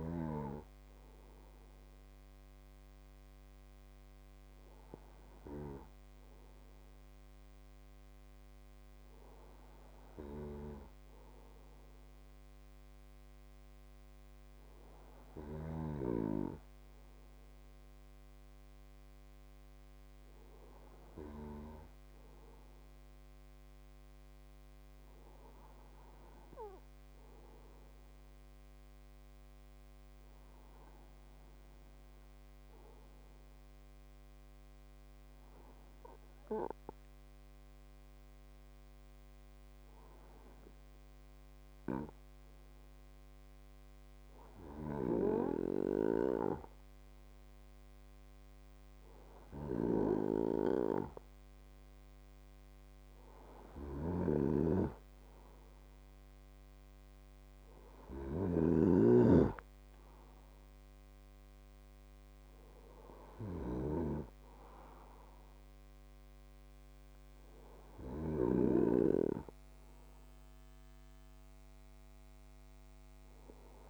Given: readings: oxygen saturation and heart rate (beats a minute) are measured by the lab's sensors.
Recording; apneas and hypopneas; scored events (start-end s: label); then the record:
breathing in sleep by a microphone on the trachea; 1
30.50-50.00 s: hypopnea (oxygen 99% before, 96% lowest, heart rate 127 before, 53 extreme, up 25 after)
52.00-55.00 s: arousal
54.50-59.00 s: snoring (device-marked)
From the record:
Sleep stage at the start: N2 (light sleep); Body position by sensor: on the right side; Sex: male